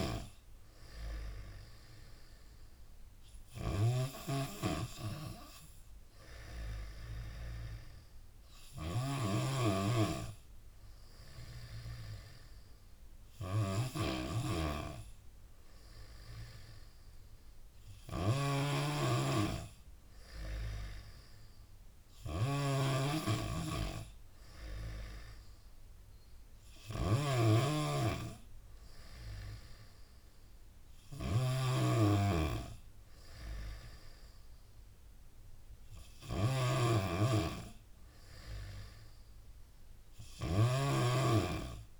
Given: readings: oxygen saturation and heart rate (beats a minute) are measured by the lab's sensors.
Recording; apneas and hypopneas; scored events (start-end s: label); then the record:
breathing in sleep by a room microphone; none
0.00-42.00 s: snoring (device-marked)
From the record:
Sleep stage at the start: N3 (deep sleep); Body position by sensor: on the back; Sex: female